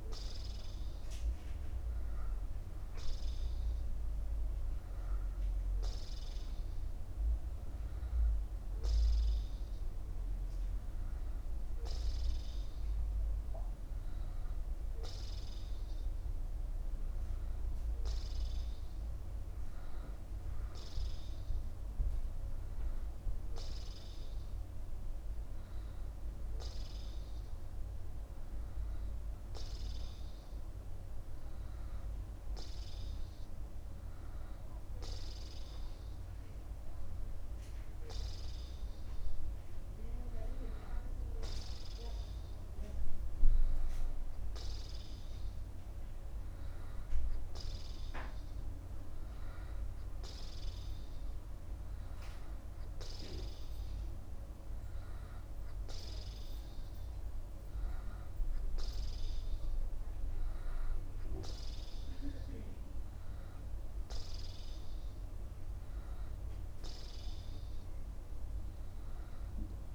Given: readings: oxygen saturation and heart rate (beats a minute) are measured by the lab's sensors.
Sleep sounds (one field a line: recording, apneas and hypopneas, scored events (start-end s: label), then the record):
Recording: breathing in sleep by a room microphone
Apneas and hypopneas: none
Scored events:
none scored
From the record:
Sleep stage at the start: N2 (light sleep)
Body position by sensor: upright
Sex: male